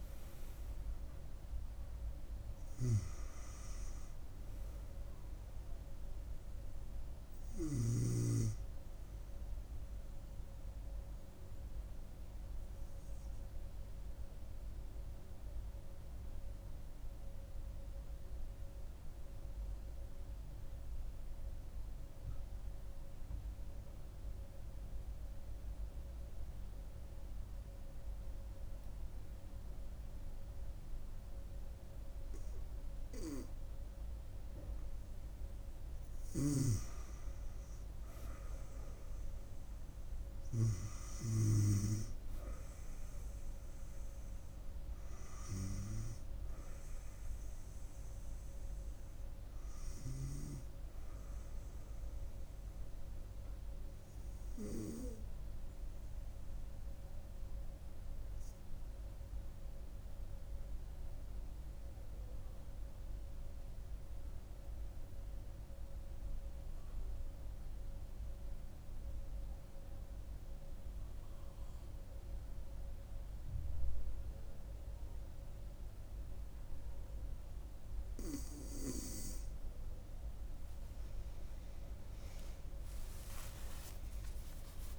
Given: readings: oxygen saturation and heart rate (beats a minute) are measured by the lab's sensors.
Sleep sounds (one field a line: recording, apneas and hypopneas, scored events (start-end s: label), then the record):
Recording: breathing in sleep by a room microphone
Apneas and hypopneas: 2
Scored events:
13.00-35.00 s: obstructive apnea (oxygen 99% before, 95% lowest, heart rate 69 before, 65 extreme, up 3 after)
17.00-29.00 s: oxygen desaturation (device-marked, oxygen 98% before, 95% lowest, heart rate 68 before, 67 extreme)
37.00-41.50 s: arousal
57.50-78.00 s: obstructive apnea (oxygen 99% before, 95% lowest, heart rate 69 before, 66 extreme, up 21 after)
64.00-72.00 s: oxygen desaturation (device-marked, oxygen 98% before, 95% lowest, heart rate 69 before, 66 extreme)
81.00-84.99 s: arousal
From the record:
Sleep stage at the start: N2 (light sleep)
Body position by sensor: on the front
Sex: female